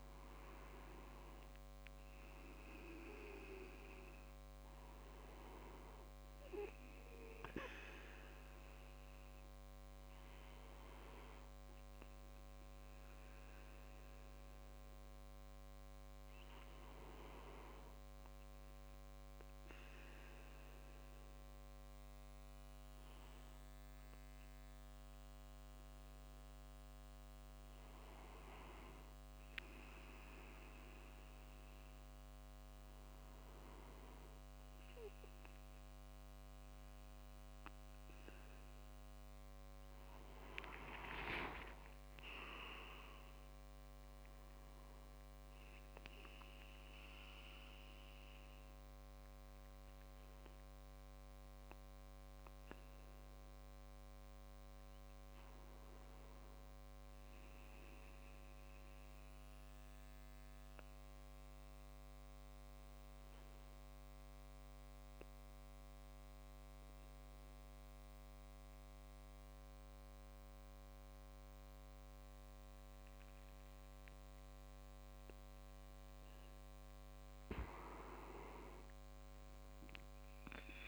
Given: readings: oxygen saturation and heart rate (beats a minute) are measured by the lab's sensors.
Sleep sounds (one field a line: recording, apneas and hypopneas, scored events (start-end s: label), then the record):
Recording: breathing in sleep by a microphone on the trachea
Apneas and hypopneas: 2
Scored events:
0.00-2.00 s: arousal
11.50-28.00 s: hypopnea (oxygen 97% before, 95% lowest)
37.50-66.50 s: tachycardia (device-marked)
40.00-44.00 s: arousal
59.00-72.50 s: central apnea (oxygen 97% before, 90% lowest)
74.50-77.50 s: arousal
From the record:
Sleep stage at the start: N2 (light sleep)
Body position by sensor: on the back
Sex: male